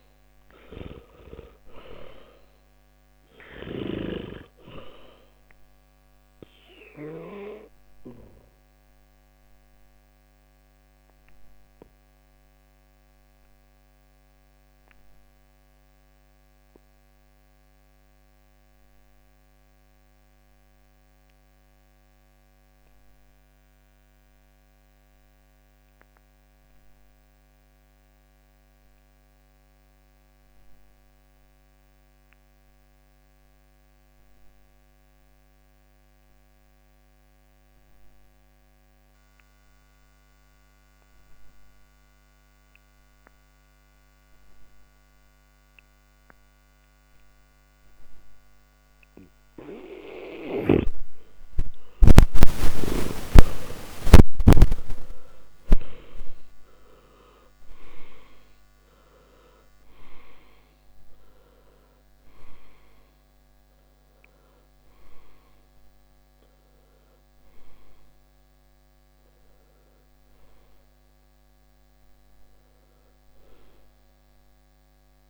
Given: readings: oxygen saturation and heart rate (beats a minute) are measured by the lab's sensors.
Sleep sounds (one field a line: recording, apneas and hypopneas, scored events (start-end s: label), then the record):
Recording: breathing in sleep by a microphone on the trachea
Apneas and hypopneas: 1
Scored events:
7.00-52.50 s: obstructive apnea (oxygen 99% before, 80% lowest, heart rate 60 before, 49 extreme, up 46 after)
12.50-36.50 s: oxygen desaturation (device-marked, oxygen 97% before, 82% lowest, heart rate 62 before, 49 extreme)
53.50-58.00 s: arousal
From the record:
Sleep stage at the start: N2 (light sleep)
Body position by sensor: on the back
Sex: male